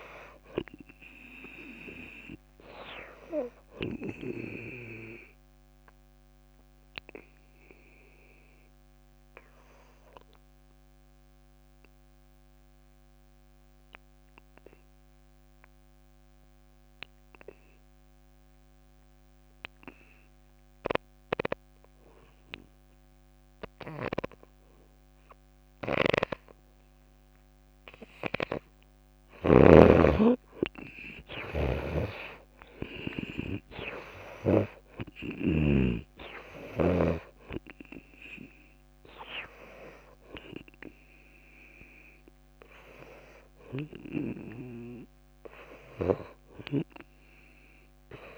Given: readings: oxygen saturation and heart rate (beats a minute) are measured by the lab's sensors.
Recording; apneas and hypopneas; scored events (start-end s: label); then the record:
breathing in sleep by a microphone on the trachea; 1
0.00-12.50 s: oxygen desaturation (device-marked, oxygen 82% lowest)
5.50-29.00 s: obstructive apnea (oxygen 98% before, 75% lowest)
26.00-30.00 s: snoring (device-marked)
26.50-47.50 s: oxygen desaturation (device-marked, oxygen 97% before, 75% lowest)
31.00-34.00 s: arousal
32.00-36.00 s: snoring (device-marked)
From the record:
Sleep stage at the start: N2 (light sleep); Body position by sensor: on the back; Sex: female